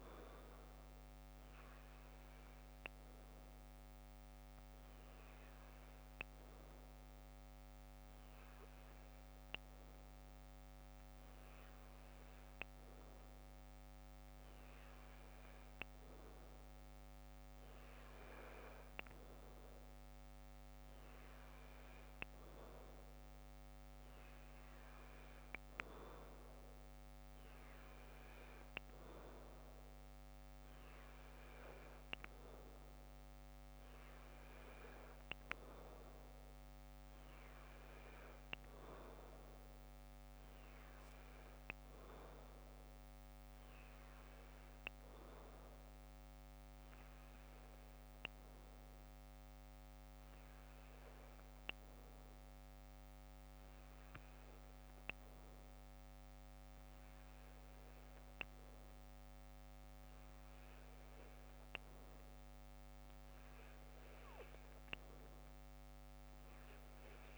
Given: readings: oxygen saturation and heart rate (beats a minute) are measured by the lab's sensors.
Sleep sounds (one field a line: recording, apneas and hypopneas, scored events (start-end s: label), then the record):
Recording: breathing in sleep by a microphone on the trachea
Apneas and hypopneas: none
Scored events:
0.00-12.50 s: oxygen desaturation (device-marked, oxygen 93% lowest, heart rate 55 extreme)
From the record:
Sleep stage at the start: N2 (light sleep)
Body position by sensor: on the left side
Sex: female